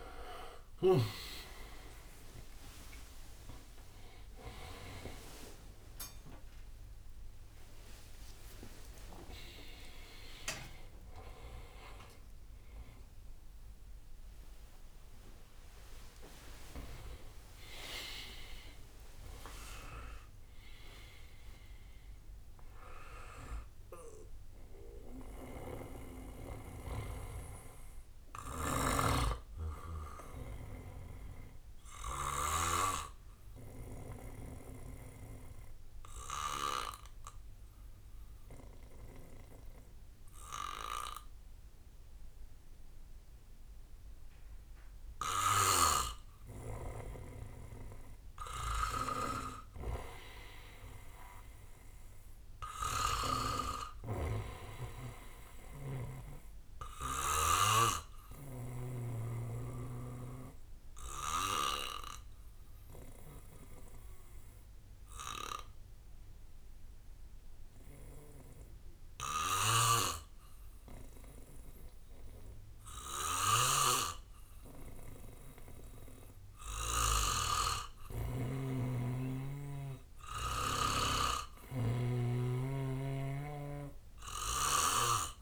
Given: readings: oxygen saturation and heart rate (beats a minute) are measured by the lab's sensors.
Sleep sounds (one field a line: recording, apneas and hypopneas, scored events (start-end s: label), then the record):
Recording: a person partly awake in a sleep study, by a room microphone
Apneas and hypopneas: 2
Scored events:
0.00-14.00 s: drop in pulse transit time (device-marked, heart rate 73 before, 73 extreme)
8.00-21.00 s: tachycardia (device-marked, heart rate 68 before, 143 extreme)
10.00-12.00 s: long interval between heartbeats (device-marked, heart rate 79 before, 100 extreme)
13.00-15.00 s: long interval between heartbeats (device-marked, heart rate 84 before, 118 extreme)
16.00-18.00 s: long interval between heartbeats (device-marked, heart rate 90 before, 124 extreme)
18.50-20.50 s: long interval between heartbeats (device-marked, heart rate 95 before, 137 extreme)
21.00-85.42 s: new sleep stage, N2 (light sleep)
24.50-32.50 s: snoring (device-marked)
33.00-48.00 s: obstructive apnea (oxygen 99% before, 93% lowest, heart rate 102 before, 59 extreme, up 9 after)
50.00-54.00 s: arousal
50.00-70.00 s: oxygen desaturation (device-marked, oxygen 99% before, 94% lowest, heart rate 64 before, 60 extreme)
58.50-76.50 s: obstructive apnea (oxygen 99% before, 93% lowest, heart rate 64 before, 59 extreme, up 6 after)
69.50-77.00 s: snoring (device-marked)
78.50-82.00 s: arousal
81.00-85.42 s: oxygen desaturation (device-marked, oxygen 98% before, 93% lowest, heart rate 64 before, 59 extreme)
81.50-85.42 s: snoring (device-marked)
From the record:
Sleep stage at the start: awake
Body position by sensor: on the back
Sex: male